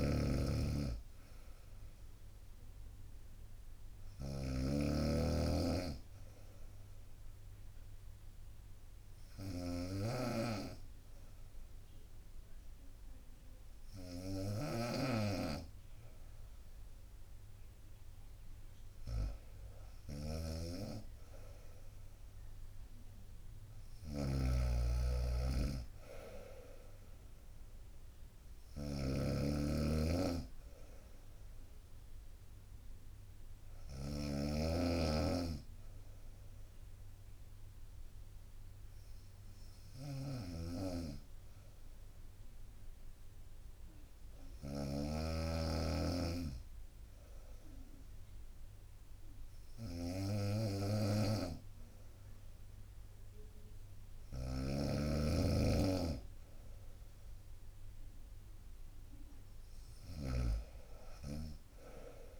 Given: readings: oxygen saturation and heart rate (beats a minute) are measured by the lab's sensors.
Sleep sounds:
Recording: breathing in sleep by a room microphone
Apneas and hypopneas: 1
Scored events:
0.00-34.00 s: snoring (device-marked)
7.00-17.50 s: hypopnea (oxygen 96% before, 94% lowest, heart rate 64 before, 62 extreme, up 3 after)
20.00-23.50 s: arousal
40.00-62.40 s: snoring (device-marked)
From the record:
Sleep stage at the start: N2 (light sleep)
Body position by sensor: on the right side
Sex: female

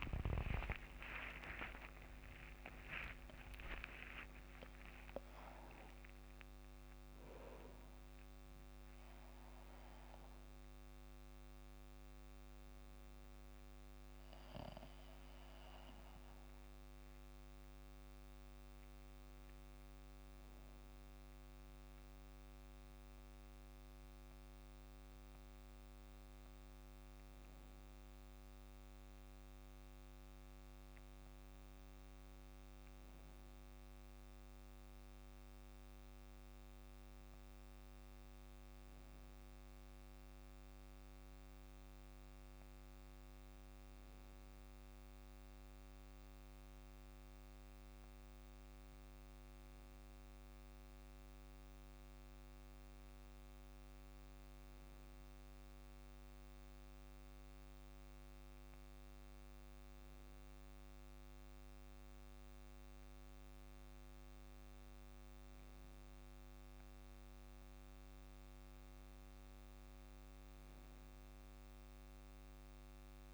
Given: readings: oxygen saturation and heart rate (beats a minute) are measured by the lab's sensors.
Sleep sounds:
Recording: a person partly awake in a sleep study, by a microphone on the trachea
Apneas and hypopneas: none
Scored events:
0.00-2.00 s: long interval between heartbeats (device-marked, heart rate 55 before, 75 extreme)
0.00-6.50 s: tachycardia (device-marked, heart rate 145 extreme)
3.00-5.00 s: long interval between heartbeats (device-marked, heart rate 61 before, 134 extreme)
7.00-9.00 s: long interval between heartbeats (device-marked, heart rate 78 before, 129 extreme)
9.50-39.50 s: new sleep stage, awake
11.50-13.50 s: long interval between heartbeats (device-marked, heart rate 89 before, 38 extreme)
39.50-73.34 s: new sleep stage, N2 (light sleep)
59.00-61.00 s: long interval between heartbeats (device-marked, heart rate 57 before, 55 extreme)
From the record:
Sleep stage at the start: N2 (light sleep)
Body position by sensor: on the back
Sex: male

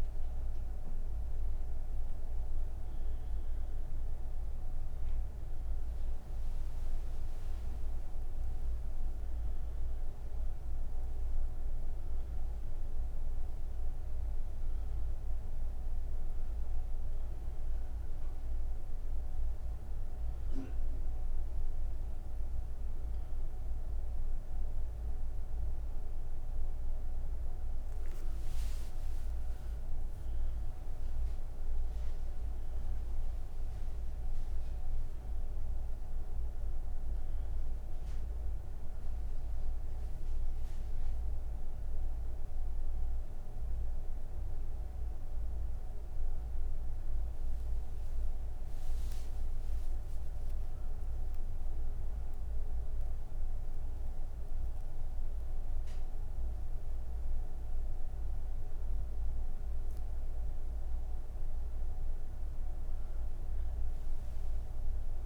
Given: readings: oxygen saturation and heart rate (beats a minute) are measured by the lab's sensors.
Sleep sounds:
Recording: breathing in sleep, hard to hear, by a room microphone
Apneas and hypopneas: none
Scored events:
none scored
From the record:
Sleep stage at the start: N3 (deep sleep)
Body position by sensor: on the right side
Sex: female

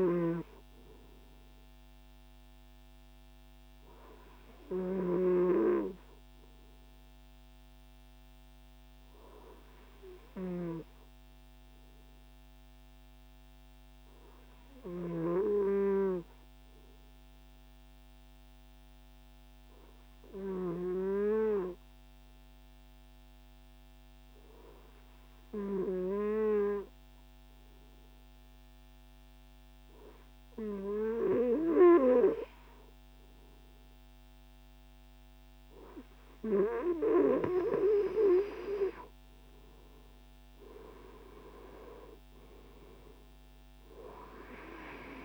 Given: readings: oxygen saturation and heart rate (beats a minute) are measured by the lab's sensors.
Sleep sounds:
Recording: breathing in sleep by a microphone on the trachea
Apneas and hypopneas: 1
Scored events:
4.50-37.50 s: obstructive apnea (oxygen 97% before, 95% lowest, heart rate 86 before, 27 extreme)
40.00-45.00 s: arousal
From the record:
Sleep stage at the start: N2 (light sleep)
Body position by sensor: on the right side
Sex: male

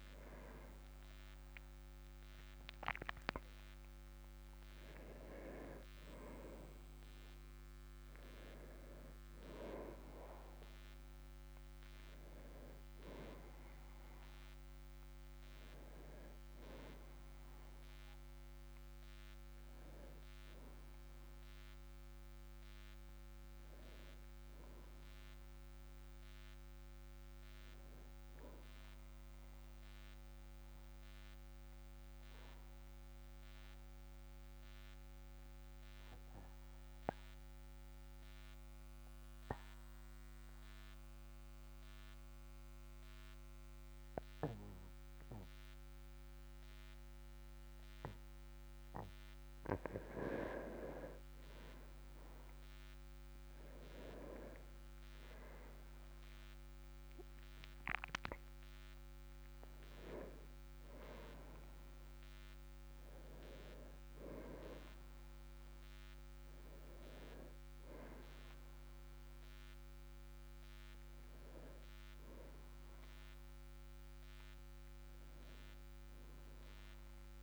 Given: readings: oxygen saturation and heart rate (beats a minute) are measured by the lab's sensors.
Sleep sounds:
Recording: breathing in sleep by a microphone on the trachea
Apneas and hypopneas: 1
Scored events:
0.00-3.50 s: arousal
30.00-49.00 s: obstructive apnea (oxygen 98% before, 94% lowest, heart rate 50 before, 44 extreme, up 6 after)
50.50-54.00 s: arousal
56.00-77.42 s: oxygen desaturation (device-marked, oxygen 98% before, 94% lowest, heart rate 47 before, 42 extreme)
From the record:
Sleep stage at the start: N2 (light sleep)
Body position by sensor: on the back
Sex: male

